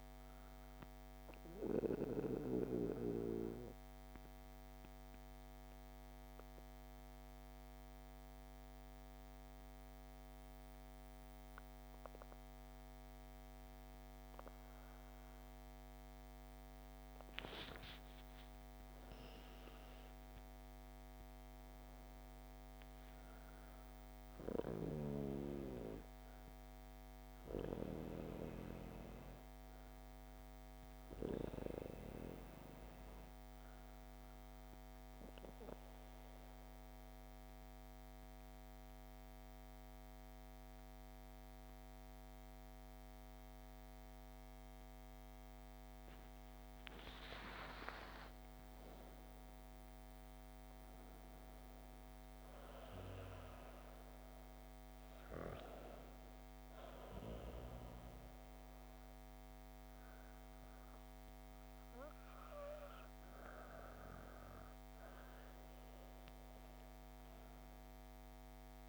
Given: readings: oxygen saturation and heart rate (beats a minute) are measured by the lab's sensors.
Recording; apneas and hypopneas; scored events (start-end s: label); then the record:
breathing in sleep by a microphone on the trachea; 2
5.50-16.50 s: obstructive apnea (oxygen 96% before, 94% lowest, heart rate 79 before, 70 extreme, up 49 after)
17.50-21.50 s: arousal
35.00-46.00 s: obstructive apnea (oxygen 96% before, 94% lowest, heart rate 106 before, 57 extreme, up 29 after)
47.00-51.00 s: arousal
From the record:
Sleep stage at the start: REM sleep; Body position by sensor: on the back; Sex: female